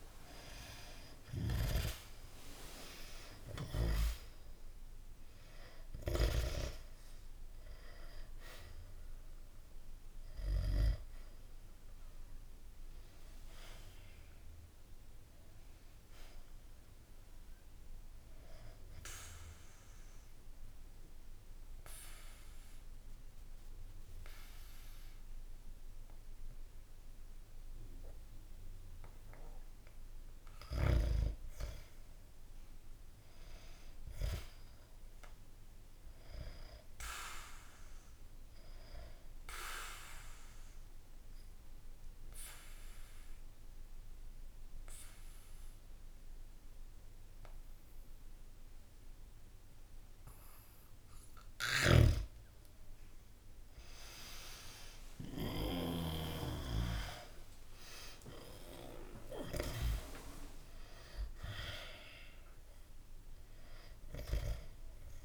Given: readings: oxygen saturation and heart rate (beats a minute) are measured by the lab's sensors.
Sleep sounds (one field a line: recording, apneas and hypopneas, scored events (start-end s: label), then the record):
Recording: breathing in sleep by a room microphone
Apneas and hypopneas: 2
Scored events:
0.00-2.50 s: arousal
3.50-24.50 s: oxygen desaturation (device-marked, oxygen 98% before, 89% lowest, heart rate 65 before, 64 extreme)
18.00-30.50 s: obstructive apnea (oxygen 98% before, 90% lowest, heart rate 67 before, 64 extreme)
32.50-36.50 s: arousal
39.50-51.50 s: obstructive apnea (oxygen 98% before, 90% lowest, heart rate 68 before, 65 extreme, up 6 after)
54.50-60.50 s: arousal
From the record:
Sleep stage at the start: N2 (light sleep)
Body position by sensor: on the back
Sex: male